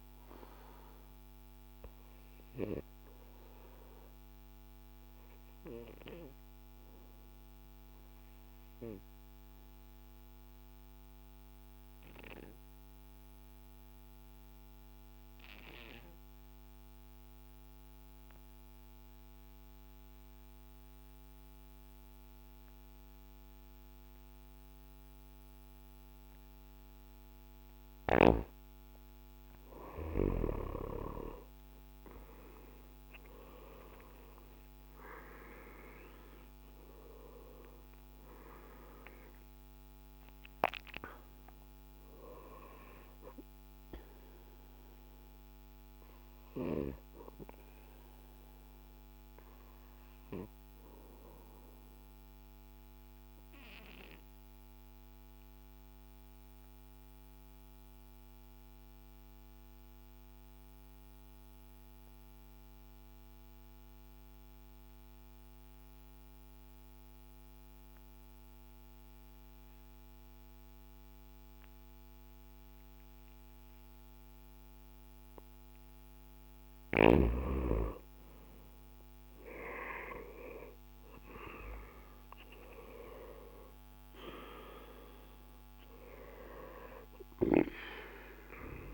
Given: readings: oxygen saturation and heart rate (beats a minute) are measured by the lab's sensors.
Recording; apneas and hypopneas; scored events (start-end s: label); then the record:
breathing in sleep by a microphone on the trachea; 2
0.00-16.00 s: oxygen desaturation (device-marked, oxygen 91% lowest, heart rate 54 extreme)
7.00-29.00 s: obstructive apnea (oxygen 97% before, 89% lowest, heart rate 62 before, 55 extreme, up 10 after)
31.00-35.00 s: arousal
37.00-64.00 s: oxygen desaturation (device-marked, oxygen 97% before, 89% lowest, heart rate 57 before, 55 extreme)
45.00-74.50 s: obstructive apnea (oxygen 97% before, 87% lowest, heart rate 62 before, 55 extreme, up 4 after)
78.50-83.50 s: arousal
81.00-88.94 s: oxygen desaturation (device-marked, oxygen 97% before, 87% lowest, heart rate 57 before, 56 extreme)
From the record:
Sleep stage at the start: N2 (light sleep); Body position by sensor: on the back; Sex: male